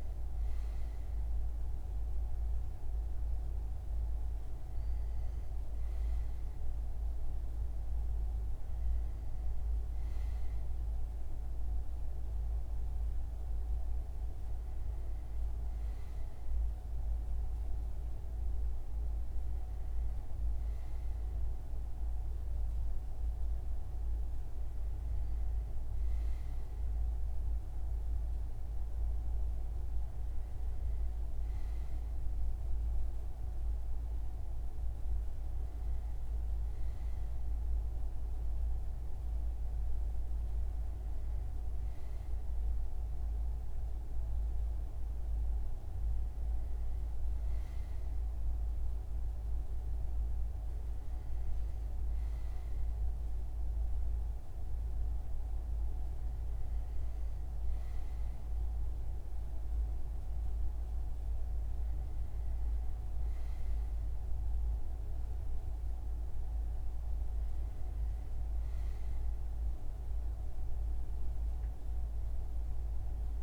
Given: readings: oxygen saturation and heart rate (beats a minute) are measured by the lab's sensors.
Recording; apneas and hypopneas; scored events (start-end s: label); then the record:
breathing in sleep, hard to hear, by a room microphone; none
none scored
From the record:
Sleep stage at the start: N2 (light sleep); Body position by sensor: on the front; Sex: male